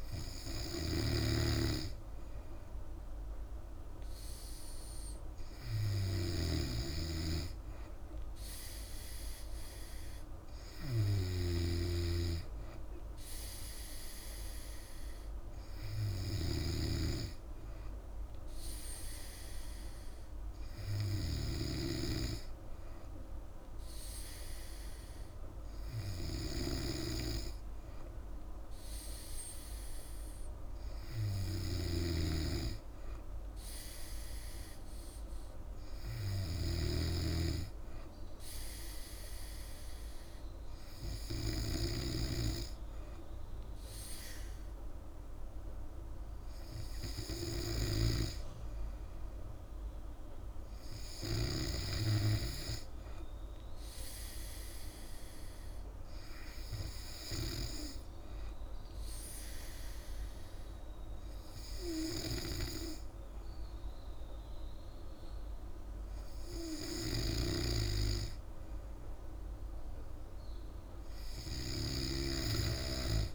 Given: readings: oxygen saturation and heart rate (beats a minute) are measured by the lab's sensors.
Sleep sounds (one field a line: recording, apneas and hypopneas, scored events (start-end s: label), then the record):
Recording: breathing in sleep by a room microphone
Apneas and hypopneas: none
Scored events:
0.00-22.00 s: snoring (device-marked)
31.50-51.50 s: snoring (device-marked)
From the record:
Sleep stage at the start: N3 (deep sleep)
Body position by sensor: on the back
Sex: female